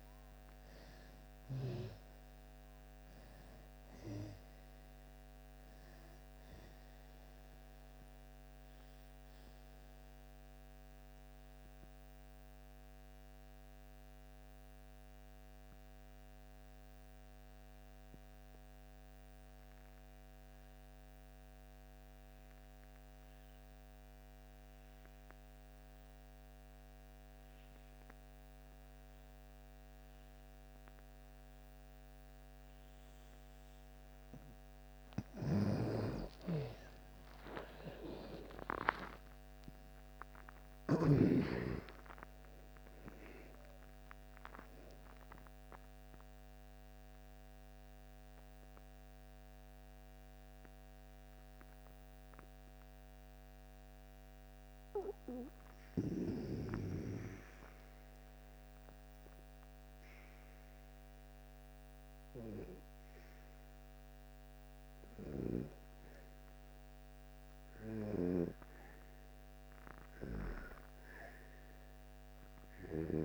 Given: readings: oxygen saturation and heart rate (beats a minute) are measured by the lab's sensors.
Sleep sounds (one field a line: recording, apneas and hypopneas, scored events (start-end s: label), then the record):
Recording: breathing in sleep by a microphone on the trachea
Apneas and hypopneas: 2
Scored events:
0.00-19.00 s: oxygen desaturation (device-marked, oxygen 87% lowest)
7.00-32.00 s: obstructive apnea (oxygen 99% before, 79% lowest)
31.00-65.00 s: oxygen desaturation (device-marked, oxygen 98% before, 79% lowest)
34.50-40.50 s: snoring (device-marked)
36.00-41.00 s: arousal
45.00-61.50 s: mixed apnea (oxygen 98% before, 79% lowest)
65.00-70.00 s: arousal
From the record:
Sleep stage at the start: N2 (light sleep)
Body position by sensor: on the back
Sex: female